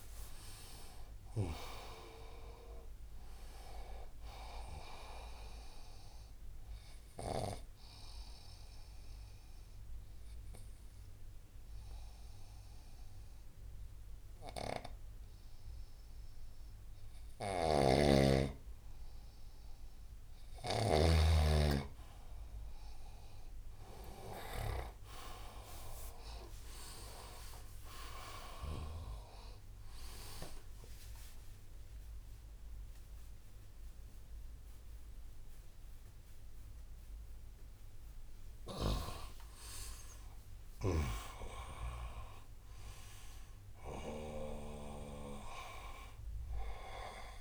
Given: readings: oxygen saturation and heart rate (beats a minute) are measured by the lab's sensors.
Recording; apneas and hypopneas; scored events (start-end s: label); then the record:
breathing in sleep by a room microphone; 1
2.00-16.00 s: oxygen desaturation (device-marked, oxygen 97% before, 94% lowest, heart rate 74 before, 63 extreme)
7.00-18.00 s: obstructive apnea (oxygen 97% before, 93% lowest, heart rate 74 before, 63 extreme, up 9 after)
17.00-21.00 s: snoring (device-marked)
26.50-30.50 s: arousal
27.00-46.00 s: oxygen desaturation (device-marked, oxygen 98% before, 93% lowest, heart rate 69 before, 55 extreme)
28.00-34.00 s: tachycardia (device-marked, heart rate 80 before, 118 extreme)
40.50-47.41 s: snoring (device-marked)
From the record:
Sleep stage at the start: N2 (light sleep); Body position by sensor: on the right side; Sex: male